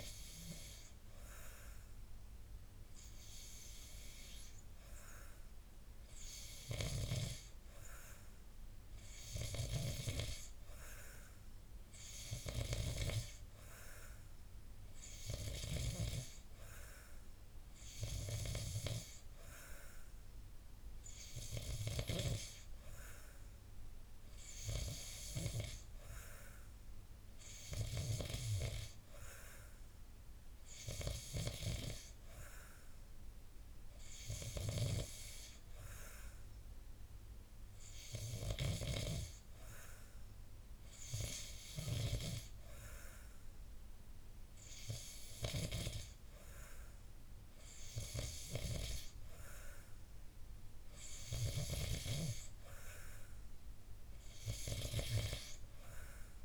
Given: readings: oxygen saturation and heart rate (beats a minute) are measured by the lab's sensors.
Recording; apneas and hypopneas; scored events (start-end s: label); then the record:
breathing in sleep by a room microphone; none
none scored
From the record:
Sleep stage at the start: N2 (light sleep); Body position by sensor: on the back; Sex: male